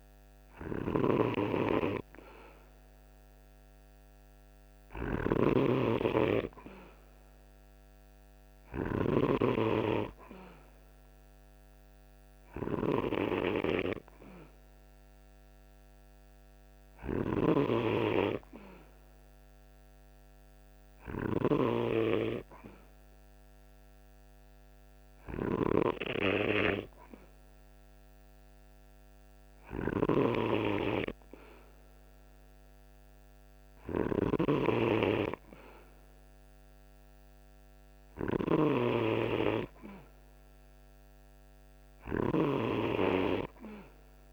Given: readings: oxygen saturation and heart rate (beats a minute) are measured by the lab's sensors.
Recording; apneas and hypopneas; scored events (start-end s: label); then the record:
breathing in sleep by a microphone on the trachea; none
0.00-21.00 s: snoring (device-marked)
29.50-44.33 s: snoring (device-marked)
From the record:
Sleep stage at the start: N2 (light sleep); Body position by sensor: on the right side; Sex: male